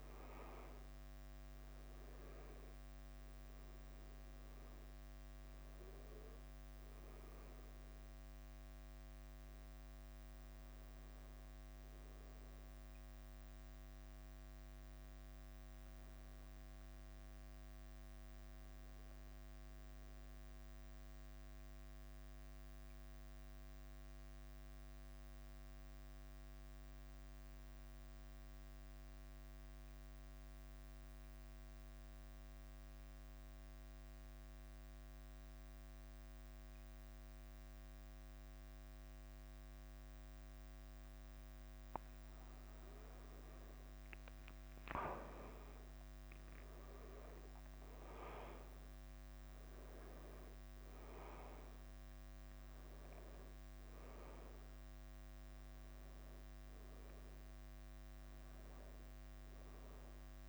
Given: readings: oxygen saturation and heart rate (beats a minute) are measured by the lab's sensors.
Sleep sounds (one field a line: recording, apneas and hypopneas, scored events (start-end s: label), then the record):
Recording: breathing in sleep, hard to hear, by a microphone on the trachea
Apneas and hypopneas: 1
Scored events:
0.00-2.00 s: arousal
0.00-60.49 s: bradycardia (device-marked, heart rate 44 extreme)
24.00-43.00 s: mixed apnea (oxygen 99% before, 94% lowest, heart rate 55 before, 50 extreme, up 7 after)
46.00-50.00 s: arousal
From the record:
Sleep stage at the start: N2 (light sleep)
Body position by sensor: on the back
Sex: male